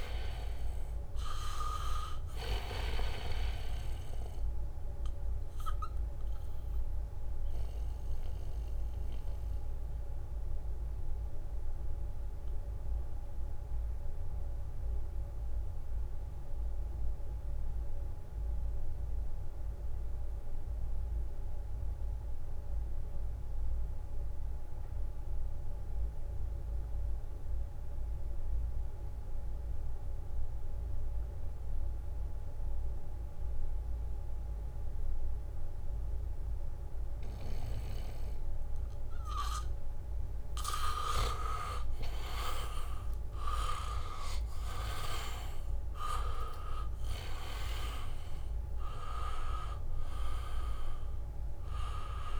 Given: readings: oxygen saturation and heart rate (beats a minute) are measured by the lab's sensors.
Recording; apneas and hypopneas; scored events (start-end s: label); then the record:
breathing in sleep by a room microphone; 1
0.00-21.00 s: oxygen desaturation (device-marked, oxygen 79% lowest, heart rate 59 extreme)
2.00-4.50 s: leg movement (device-marked)
6.00-40.50 s: mixed apnea (oxygen 99% before, 77% lowest, heart rate 67 before, 58 extreme)
32.00-52.40 s: oxygen desaturation (device-marked, oxygen 99% before, 77% lowest, heart rate 68 before, 58 extreme)
41.00-45.00 s: bradycardia (device-marked, heart rate 69 before, 59 extreme)
43.00-48.50 s: arousal
From the record:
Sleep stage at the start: N2 (light sleep); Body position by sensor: on the back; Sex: male